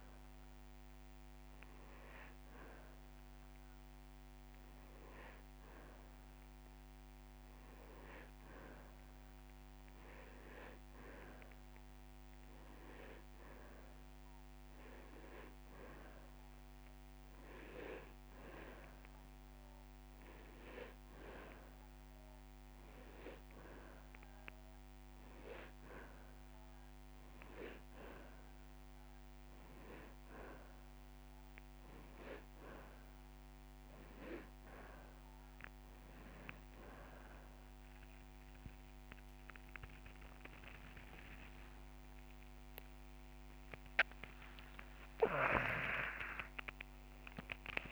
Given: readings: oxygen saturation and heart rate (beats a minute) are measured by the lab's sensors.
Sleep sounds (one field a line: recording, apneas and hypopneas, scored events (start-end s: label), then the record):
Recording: breathing in sleep by a microphone on the trachea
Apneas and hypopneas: none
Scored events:
10.00-19.00 s: drop in pulse transit time (device-marked)
40.00-44.50 s: arousal
From the record:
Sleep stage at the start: N2 (light sleep)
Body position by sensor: on the back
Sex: male